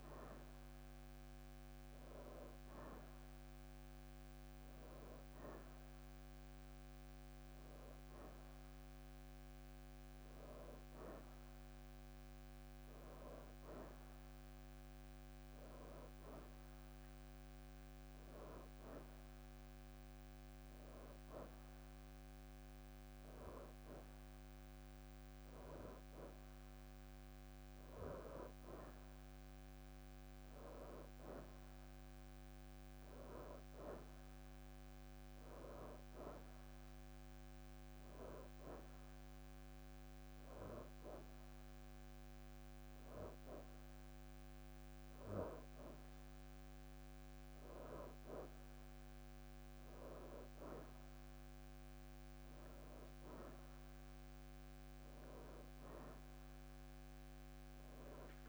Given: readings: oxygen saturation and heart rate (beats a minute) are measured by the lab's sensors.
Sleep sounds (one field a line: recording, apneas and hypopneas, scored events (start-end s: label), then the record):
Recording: breathing in sleep by a microphone on the trachea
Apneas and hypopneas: 1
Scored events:
0.00-1.00 s: arousal
33.00-42.00 s: oxygen desaturation (device-marked, oxygen 90% before, 87% lowest, heart rate 78 before, 56 extreme)
38.50-50.00 s: hypopnea (oxygen 92% before, 87% lowest, heart rate 75 before, 56 extreme, up 23 after)
52.00-55.50 s: arousal
53.00-58.49 s: oxygen desaturation (device-marked, oxygen 90% before, 87% lowest, heart rate 68 before, 65 extreme)
From the record:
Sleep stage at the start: N2 (light sleep)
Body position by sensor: on the right side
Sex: female